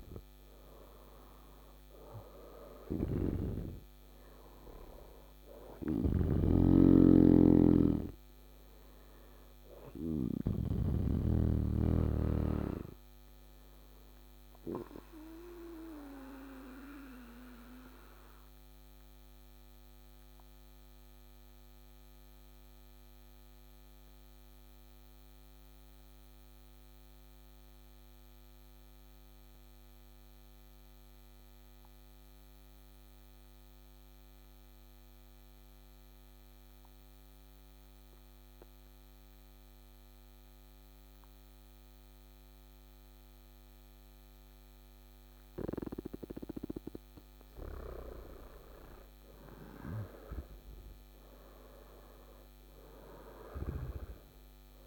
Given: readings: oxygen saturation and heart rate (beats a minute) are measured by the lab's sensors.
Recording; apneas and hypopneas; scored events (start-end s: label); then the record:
breathing in sleep by a microphone on the trachea; 1
0.00-25.50 s: oxygen desaturation (device-marked, oxygen 92% lowest, heart rate 54 extreme)
2.00-10.00 s: snoring (device-marked)
13.50-45.50 s: mixed apnea (oxygen 98% before, 91% lowest, heart rate 61 before, 54 extreme, up 10 after)
39.50-54.87 s: oxygen desaturation (device-marked, oxygen 99% before, 91% lowest, heart rate 54 before, 54 extreme)
47.50-51.00 s: arousal
From the record:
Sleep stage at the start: N2 (light sleep); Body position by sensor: on the back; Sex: male